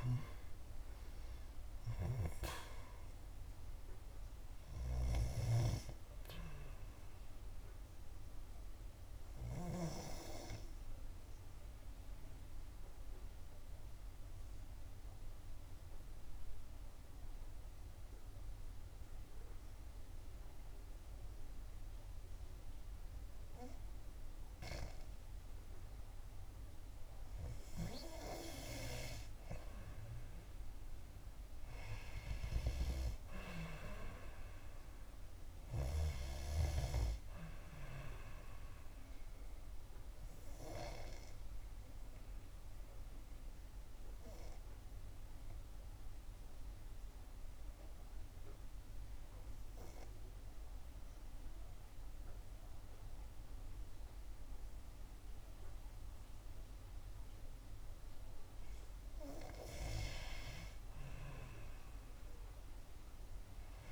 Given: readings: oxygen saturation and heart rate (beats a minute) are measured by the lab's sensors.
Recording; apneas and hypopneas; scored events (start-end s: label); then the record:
breathing in sleep by a room microphone; 2
0.00-4.00 s: arousal
0.00-26.50 s: oxygen desaturation (device-marked, oxygen 89% lowest, heart rate 60 extreme)
7.50-27.50 s: obstructive apnea (oxygen 93% before, 89% lowest, heart rate 67 before, 59 extreme, up 3 after)
30.00-34.50 s: arousal
35.50-63.92 s: oxygen desaturation (device-marked, oxygen 97% before, 91% lowest, heart rate 63 before, 56 extreme)
41.50-57.50 s: obstructive apnea (oxygen 97% before, 91% lowest, heart rate 63 before, 56 extreme, up 9 after)
61.00-63.92 s: arousal
From the record:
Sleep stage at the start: N2 (light sleep); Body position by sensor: on the back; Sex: female